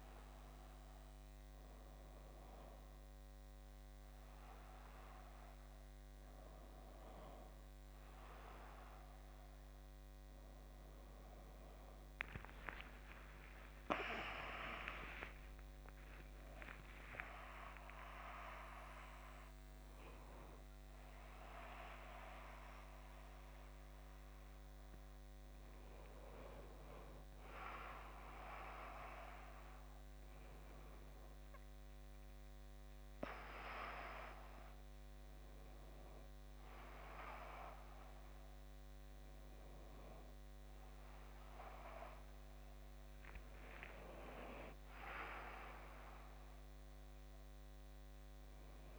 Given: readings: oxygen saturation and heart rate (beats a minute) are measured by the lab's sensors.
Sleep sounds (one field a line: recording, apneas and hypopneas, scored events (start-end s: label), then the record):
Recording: breathing in sleep by a microphone on the trachea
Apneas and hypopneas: none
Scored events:
13.50-17.50 s: arousal
15.50-17.50 s: long interval between heartbeats (device-marked, heart rate 68 before, 98 extreme)
18.00-20.00 s: long interval between heartbeats (device-marked, heart rate 73 before, 103 extreme)
29.50-31.50 s: long interval between heartbeats (device-marked, heart rate 81 before, 79 extreme)
From the record:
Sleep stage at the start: N2 (light sleep)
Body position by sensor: on the back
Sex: male